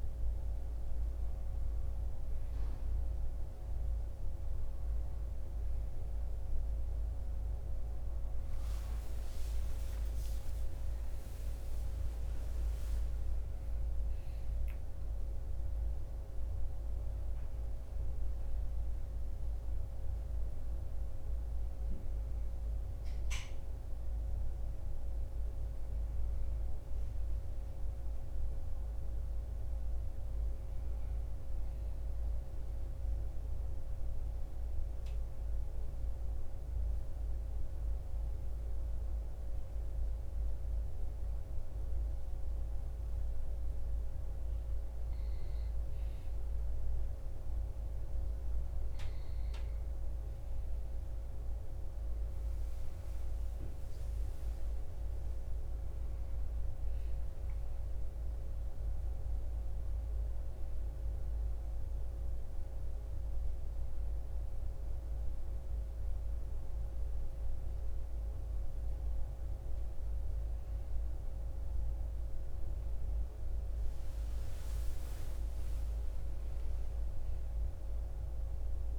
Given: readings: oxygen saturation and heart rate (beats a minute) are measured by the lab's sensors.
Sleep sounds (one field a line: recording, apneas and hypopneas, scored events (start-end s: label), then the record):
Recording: breathing in sleep, hard to hear, by a room microphone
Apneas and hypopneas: 1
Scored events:
9.00-13.50 s: arousal
31.00-78.99 s: new sleep stage, N2 (light sleep)
33.00-45.50 s: obstructive apnea (oxygen 93% before, 89% lowest)
49.50-55.00 s: arousal
58.00-78.99 s: oxygen desaturation (device-marked, oxygen 94% before, 89% lowest)
From the record:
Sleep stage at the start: N1 (lightest sleep)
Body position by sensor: on the front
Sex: male